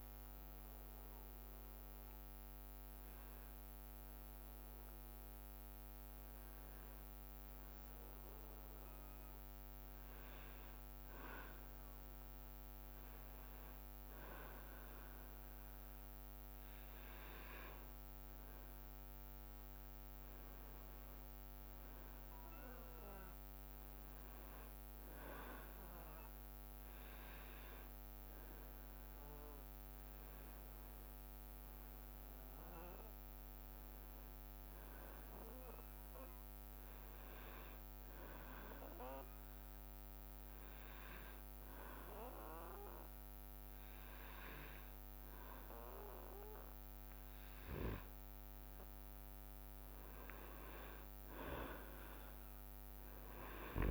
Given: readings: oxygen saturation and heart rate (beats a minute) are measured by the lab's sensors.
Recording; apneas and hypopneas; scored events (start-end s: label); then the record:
breathing in sleep by a microphone on the trachea; 2
0.50-16.00 s: hypopnea (oxygen 99% before, 93% lowest, heart rate 69 before, 65 extreme, up 2 after)
5.00-7.50 s: leg movement (device-marked)
13.00-21.00 s: oxygen desaturation (device-marked, oxygen 98% before, 95% lowest, heart rate 67 before, 67 extreme)
21.00-26.00 s: arousal
29.50-32.50 s: leg movement (device-marked)
37.00-49.50 s: hypopnea (oxygen 98% before, 93% lowest, heart rate 68 before, 64 extreme, up 8 after)
52.50-53.91 s: arousal
From the record:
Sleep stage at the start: N2 (light sleep); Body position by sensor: on the back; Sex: male